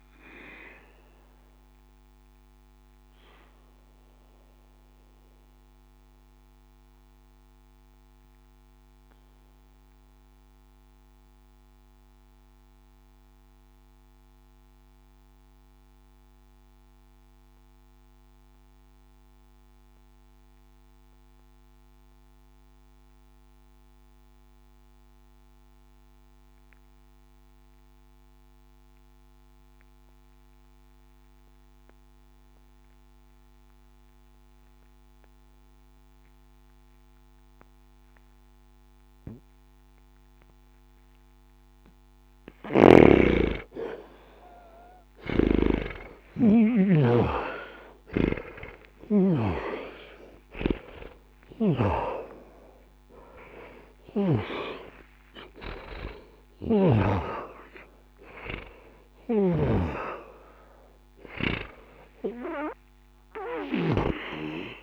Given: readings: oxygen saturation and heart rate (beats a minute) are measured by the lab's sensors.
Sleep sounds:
breathing in sleep by a microphone on the trachea; 1
0.00-16.50 s: oxygen desaturation (device-marked, oxygen 75% lowest, heart rate 61 extreme)
1.50-44.50 s: mixed apnea (oxygen 90% before, 75% lowest, heart rate 86 before, 52 extreme)
36.50-64.83 s: oxygen desaturation (device-marked, oxygen 99% before, 77% lowest, heart rate 62 before, 52 extreme)
45.00-49.00 s: snoring (device-marked)
47.00-52.00 s: arousal
55.50-59.50 s: bradycardia (device-marked, heart rate 70 before, 55 extreme)
56.00-59.50 s: snoring (device-marked)
From the record:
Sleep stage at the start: N2 (light sleep); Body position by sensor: on the back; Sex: male

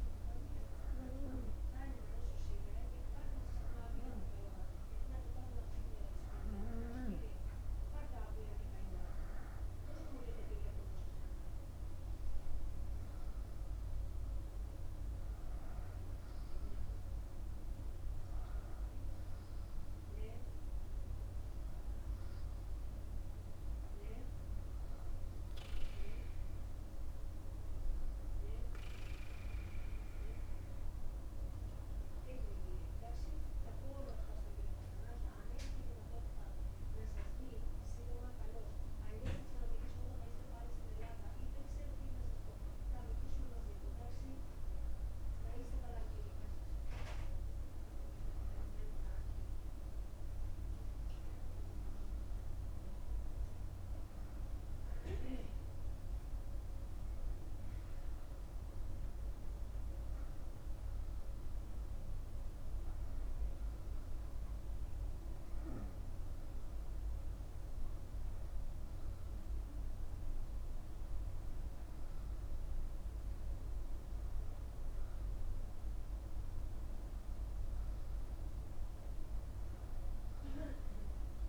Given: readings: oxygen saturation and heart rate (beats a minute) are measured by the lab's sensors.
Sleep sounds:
breathing in sleep by a room microphone; none
none scored
From the record:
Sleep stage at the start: N2 (light sleep); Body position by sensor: upright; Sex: male

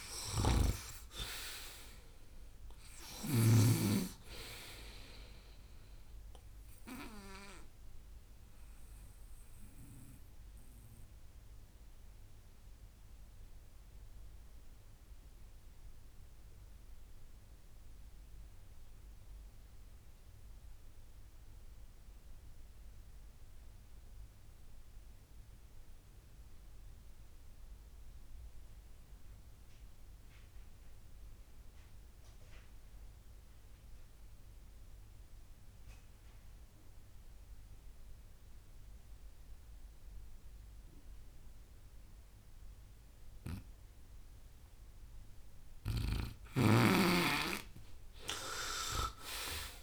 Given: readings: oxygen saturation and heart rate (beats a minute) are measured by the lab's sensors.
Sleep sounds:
breathing in sleep by a room microphone; 1
0.00-23.50 s: oxygen desaturation (device-marked, oxygen 90% lowest, heart rate 56 extreme)
0.50-4.00 s: snoring (device-marked)
9.00-45.50 s: mixed apnea (oxygen 97% before, 87% lowest, heart rate 72 before, 56 extreme, up 22 after)
44.50-49.83 s: oxygen desaturation (device-marked, oxygen 96% before, 87% lowest, heart rate 62 before, 57 extreme)
48.00-49.83 s: arousal
From the record:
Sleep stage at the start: N2 (light sleep); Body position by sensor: on the right side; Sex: male

